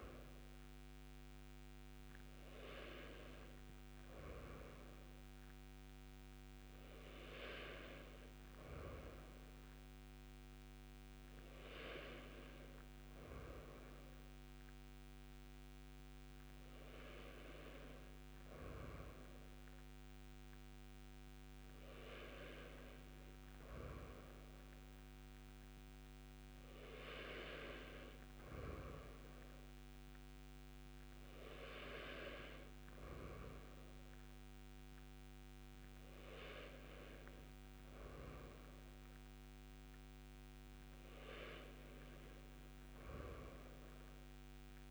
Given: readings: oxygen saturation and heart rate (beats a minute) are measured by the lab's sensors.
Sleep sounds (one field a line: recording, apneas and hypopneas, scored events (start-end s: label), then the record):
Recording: breathing in sleep by a microphone on the trachea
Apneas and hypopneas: none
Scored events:
none scored
From the record:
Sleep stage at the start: N2 (light sleep)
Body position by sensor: on the right side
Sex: male